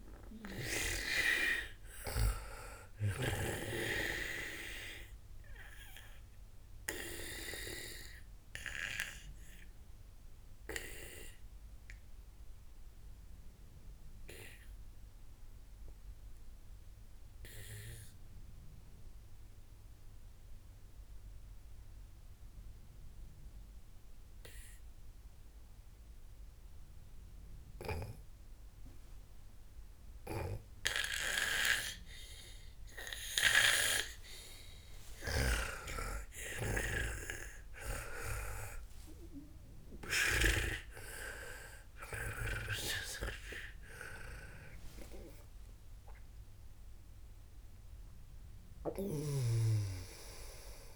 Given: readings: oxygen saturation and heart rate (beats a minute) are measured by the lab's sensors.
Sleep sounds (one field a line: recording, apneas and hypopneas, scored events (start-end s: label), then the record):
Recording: breathing in sleep by a room microphone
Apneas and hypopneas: 1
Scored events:
0.00-23.00 s: oxygen desaturation (device-marked, oxygen 92% lowest, heart rate 55 extreme)
5.00-34.50 s: obstructive apnea (oxygen 98% before, 92% lowest, heart rate 84 before, 55 extreme, up 57 after)
31.00-41.00 s: snoring (device-marked)
36.00-50.96 s: oxygen desaturation (device-marked, oxygen 98% before, 92% lowest, heart rate 60 before, 55 extreme)
37.00-41.00 s: arousal
45.50-50.96 s: snoring (device-marked)
From the record:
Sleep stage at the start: N2 (light sleep)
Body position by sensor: on the back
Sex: female